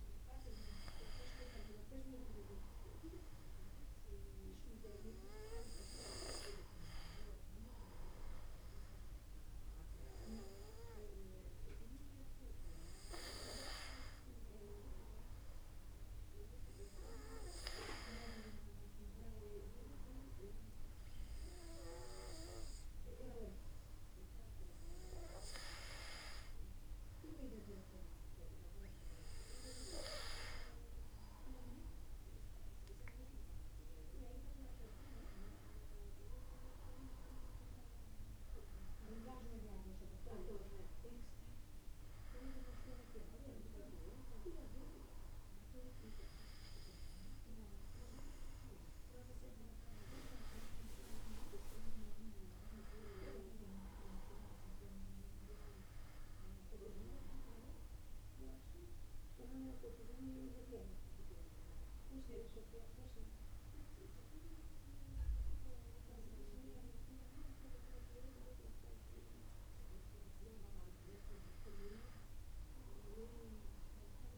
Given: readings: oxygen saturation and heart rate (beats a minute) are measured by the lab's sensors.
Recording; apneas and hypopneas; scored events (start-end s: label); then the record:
breathing in sleep by a room microphone; none
none scored
From the record:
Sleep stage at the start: N2 (light sleep); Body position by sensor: on the back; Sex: male